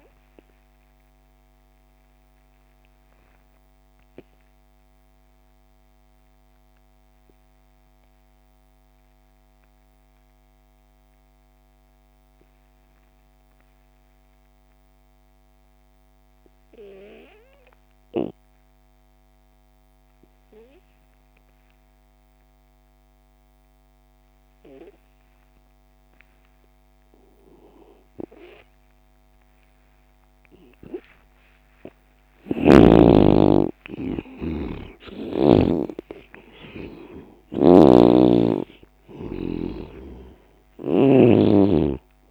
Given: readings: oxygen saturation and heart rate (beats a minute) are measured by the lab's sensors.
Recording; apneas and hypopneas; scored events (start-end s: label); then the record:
breathing in sleep by a microphone on the trachea; 1
0.00-15.00 s: oxygen desaturation (device-marked, oxygen 86% lowest)
1.00-31.50 s: obstructive apnea (oxygen 97% before, 85% lowest)
29.00-42.31 s: oxygen desaturation (device-marked, oxygen 98% before, 85% lowest)
32.00-35.50 s: snoring (device-marked)
32.50-36.50 s: arousal
37.50-42.31 s: snoring (device-marked)
From the record:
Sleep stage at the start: N2 (light sleep); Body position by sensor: on the left side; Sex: male